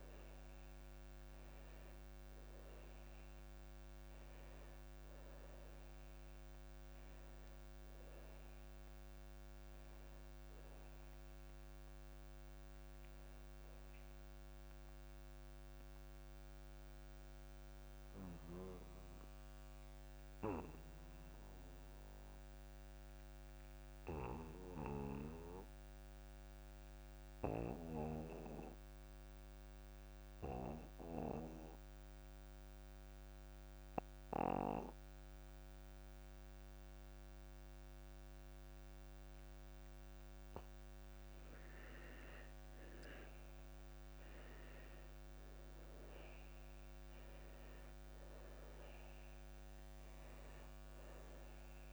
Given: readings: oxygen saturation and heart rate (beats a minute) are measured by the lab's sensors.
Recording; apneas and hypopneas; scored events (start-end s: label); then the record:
breathing in sleep by a microphone on the trachea; 1
0.00-24.50 s: oxygen desaturation (device-marked, oxygen 81% lowest)
17.00-41.00 s: obstructive apnea (oxygen 95% before, 81% lowest)
38.50-51.92 s: oxygen desaturation (device-marked, oxygen 99% before, 84% lowest)
43.00-47.50 s: arousal
From the record:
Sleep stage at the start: N2 (light sleep); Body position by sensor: on the back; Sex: male